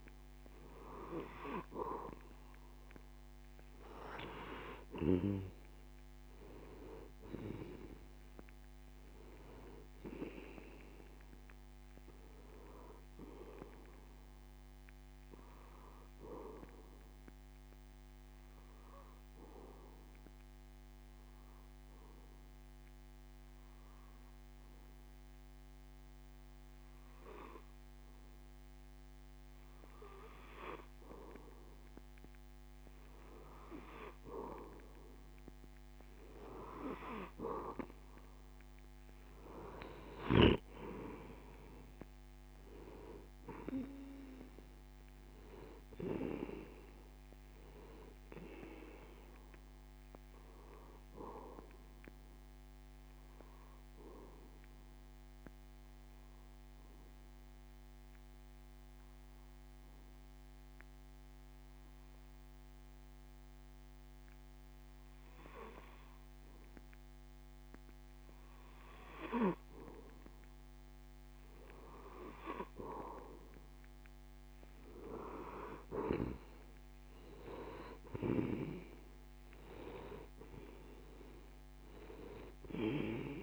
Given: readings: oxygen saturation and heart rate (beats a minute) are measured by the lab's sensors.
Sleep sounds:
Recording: breathing in sleep by a microphone on the trachea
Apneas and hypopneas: 2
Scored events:
0.00-1.00 s: arousal
18.00-29.50 s: obstructive apnea (oxygen 94% before, 92% lowest)
34.00-38.50 s: arousal
55.00-69.50 s: obstructive apnea (oxygen 95% before, 92% lowest)
74.50-79.00 s: arousal
From the record:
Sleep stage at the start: N2 (light sleep)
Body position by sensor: on the back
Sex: male

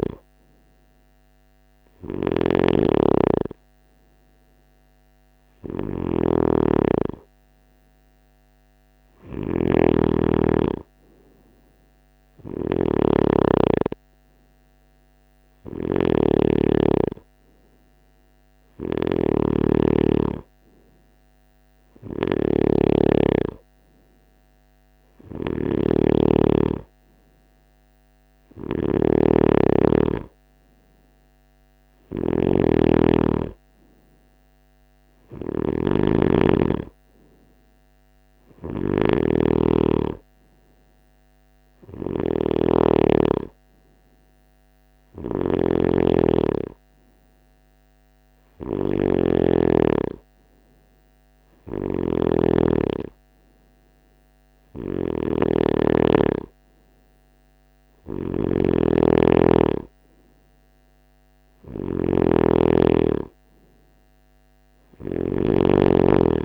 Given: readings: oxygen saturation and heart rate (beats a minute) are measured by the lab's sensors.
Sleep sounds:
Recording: breathing in sleep by a microphone on the trachea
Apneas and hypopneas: none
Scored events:
1.00-66.45 s: snoring (device-marked)
From the record:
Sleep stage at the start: N3 (deep sleep)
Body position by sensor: on the right side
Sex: male

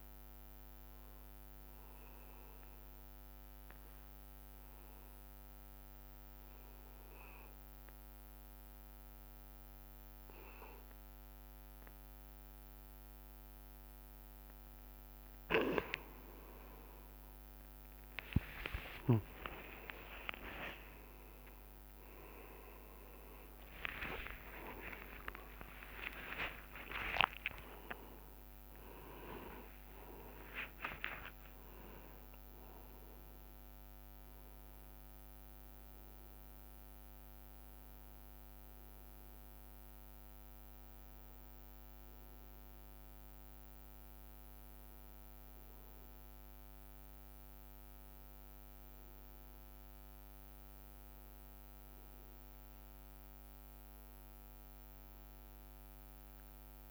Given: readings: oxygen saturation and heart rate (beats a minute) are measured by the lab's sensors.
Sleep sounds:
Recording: a person awake in a sleep study, by a microphone on the trachea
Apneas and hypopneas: 1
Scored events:
0.00-7.00 s: oxygen desaturation (device-marked, oxygen 93% lowest, heart rate 57 extreme)
3.00-16.00 s: obstructive apnea (oxygen 99% before, 91% lowest, heart rate 62 before, 58 extreme, up 35 after)
13.00-43.00 s: new sleep stage, awake
19.00-24.50 s: snoring (device-marked)
21.00-23.00 s: long interval between heartbeats (device-marked, heart rate 60 before, 84 extreme)
22.00-30.00 s: tachycardia (device-marked, heart rate 63 before, 163 extreme)
22.00-35.00 s: oxygen desaturation (device-marked, oxygen 99% before, 92% lowest, heart rate 62 before, 62 extreme)
23.50-25.50 s: long interval between heartbeats (device-marked, heart rate 63 before, 92 extreme)
27.50-29.50 s: long interval between heartbeats (device-marked, heart rate 73 before, 138 extreme)
31.50-33.50 s: long interval between heartbeats (device-marked, heart rate 92 before, 145 extreme)
40.00-50.00 s: oxygen desaturation (device-marked, oxygen 94% before, 91% lowest, heart rate 103 before, 62 extreme)
43.00-56.91 s: new sleep stage, N1 (lightest sleep)
From the record:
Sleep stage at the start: N2 (light sleep)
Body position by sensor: on the right side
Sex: male

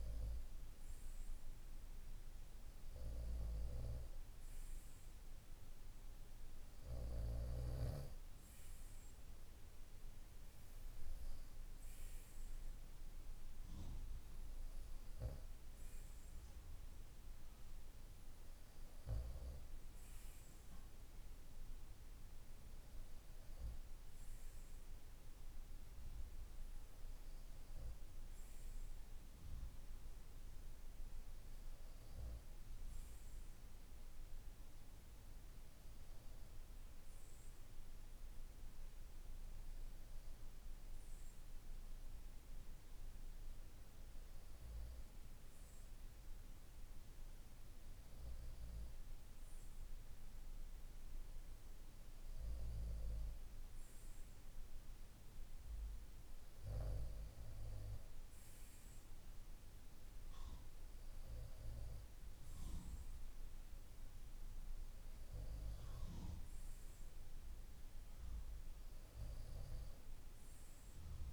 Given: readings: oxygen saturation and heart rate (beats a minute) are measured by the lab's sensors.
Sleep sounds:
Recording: breathing in sleep, hard to hear, by a room microphone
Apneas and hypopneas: none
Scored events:
none scored
From the record:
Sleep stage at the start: N2 (light sleep)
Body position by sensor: on the right side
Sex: male

